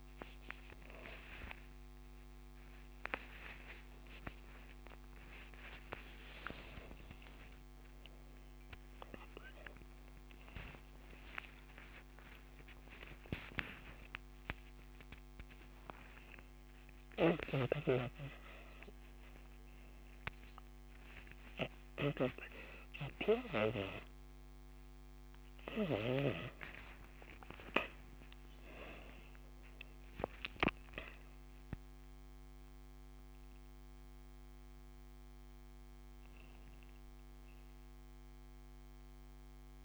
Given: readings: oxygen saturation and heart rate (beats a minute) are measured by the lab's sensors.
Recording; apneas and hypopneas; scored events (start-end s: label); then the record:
a person awake in a sleep study, by a microphone on the trachea; none
8.00-10.00 s: long interval between heartbeats (device-marked)
11.00-13.00 s: long interval between heartbeats (device-marked)
20.00-39.85 s: new sleep stage, N2 (light sleep)
From the record:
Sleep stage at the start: awake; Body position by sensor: on the right side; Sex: female